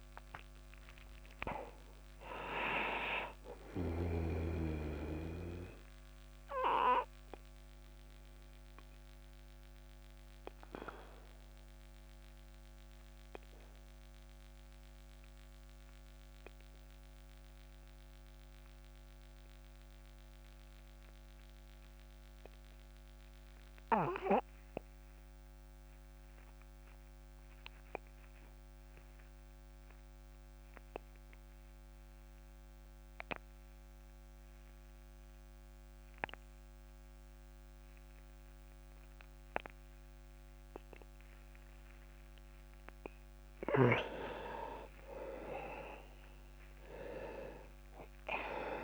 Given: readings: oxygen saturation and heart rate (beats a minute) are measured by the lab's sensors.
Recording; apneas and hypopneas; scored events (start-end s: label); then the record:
breathing in sleep by a microphone on the trachea; 1
0.00-26.50 s: oxygen desaturation (device-marked, oxygen 86% lowest)
5.00-42.50 s: obstructive apnea (oxygen 99% before, 86% lowest)
41.50-48.84 s: oxygen desaturation (device-marked, oxygen 99% before, 86% lowest)
44.50-48.50 s: arousal
From the record:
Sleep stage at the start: REM sleep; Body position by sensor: on the back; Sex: male